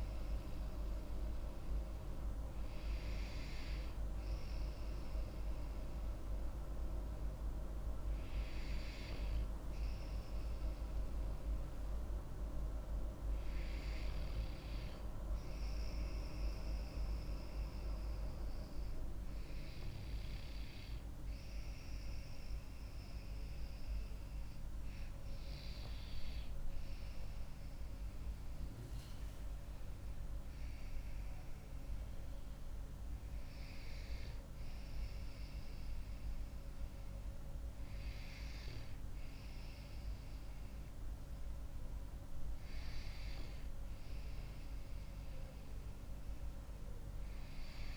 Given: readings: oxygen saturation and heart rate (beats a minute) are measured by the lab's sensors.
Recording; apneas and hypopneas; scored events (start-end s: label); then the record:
breathing in sleep by a room microphone; none
none scored
From the record:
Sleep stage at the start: N2 (light sleep); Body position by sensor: on the back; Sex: female